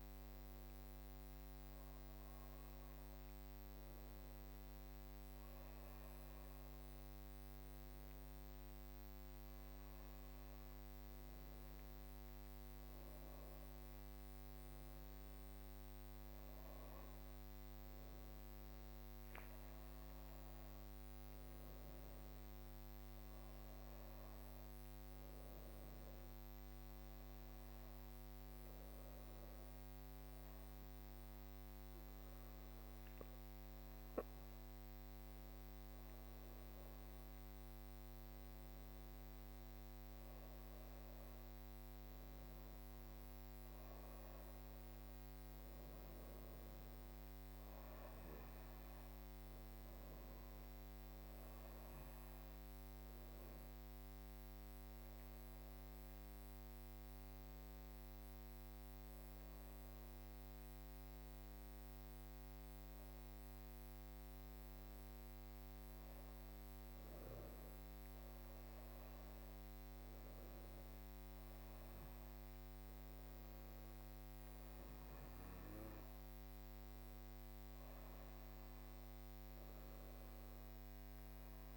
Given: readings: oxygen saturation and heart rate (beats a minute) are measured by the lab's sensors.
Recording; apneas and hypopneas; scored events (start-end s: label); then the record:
breathing in sleep, hard to hear, by a microphone on the trachea; none
none scored
From the record:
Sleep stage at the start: N2 (light sleep); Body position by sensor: on the back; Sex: female